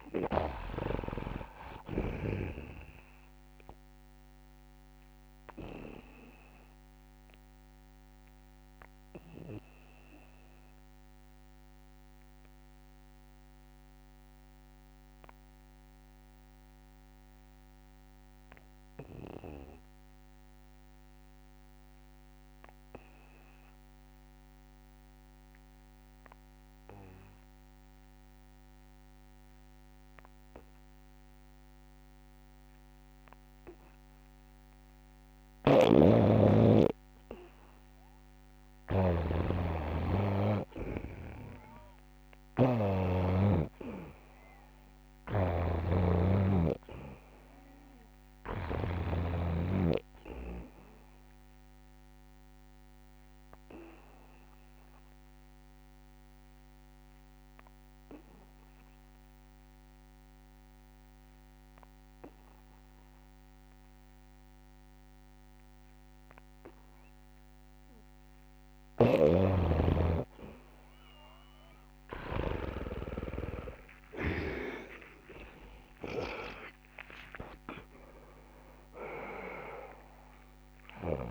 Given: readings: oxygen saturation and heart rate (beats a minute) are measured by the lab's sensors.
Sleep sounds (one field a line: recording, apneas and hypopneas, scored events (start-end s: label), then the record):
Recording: breathing in sleep by a microphone on the trachea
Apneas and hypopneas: 2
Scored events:
0.00-2.00 s: long interval between heartbeats (device-marked, heart rate 62 before, 37 extreme)
0.00-20.50 s: oxygen desaturation (device-marked, oxygen 80% lowest, heart rate 36 extreme)
4.50-6.50 s: long interval between heartbeats (device-marked, heart rate 56 before, 39 extreme)
7.00-35.00 s: obstructive apnea (oxygen 97% before, 78% lowest, heart rate 53 before, 36 extreme, up 9 after)
30.50-57.50 s: oxygen desaturation (device-marked, oxygen 98% before, 78% lowest, heart rate 69 before, 36 extreme)
35.00-48.50 s: snoring (device-marked)
38.00-42.00 s: arousal
45.50-47.50 s: long interval between heartbeats (device-marked, heart rate 65 before, 56 extreme)
52.50-69.50 s: obstructive apnea (oxygen 98% before, 78% lowest, heart rate 60 before, 46 extreme, up 0 after)
68.50-72.50 s: snoring (device-marked)
73.00-75.00 s: long interval between heartbeats (device-marked, heart rate 65 before, 63 extreme)
73.00-76.50 s: arousal
75.50-77.50 s: long interval between heartbeats (device-marked, heart rate 68 before, 66 extreme)
75.50-81.31 s: oxygen desaturation (device-marked, oxygen 94% before, 81% lowest, heart rate 68 before, 38 extreme)
From the record:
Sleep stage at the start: N2 (light sleep)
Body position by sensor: on the back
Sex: male